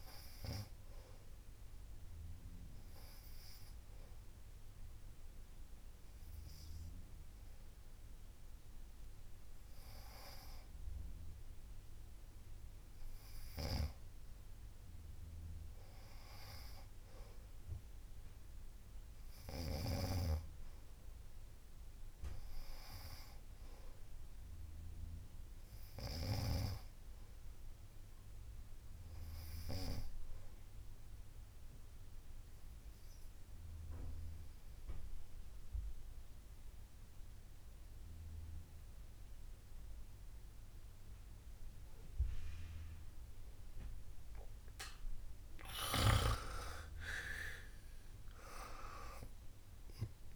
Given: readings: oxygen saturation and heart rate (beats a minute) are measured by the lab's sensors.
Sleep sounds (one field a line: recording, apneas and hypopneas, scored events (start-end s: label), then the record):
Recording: breathing in sleep by a room microphone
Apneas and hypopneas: 2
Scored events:
1.50-11.50 s: obstructive apnea (oxygen 98% before, 90% lowest, heart rate 69 before, 56 extreme)
16.00-19.50 s: arousal
32.00-46.00 s: obstructive apnea (oxygen 96% before, 90% lowest, heart rate 63 before, 52 extreme, up 18 after)
48.50-50.36 s: arousal
From the record:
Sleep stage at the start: N2 (light sleep)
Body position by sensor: on the back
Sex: female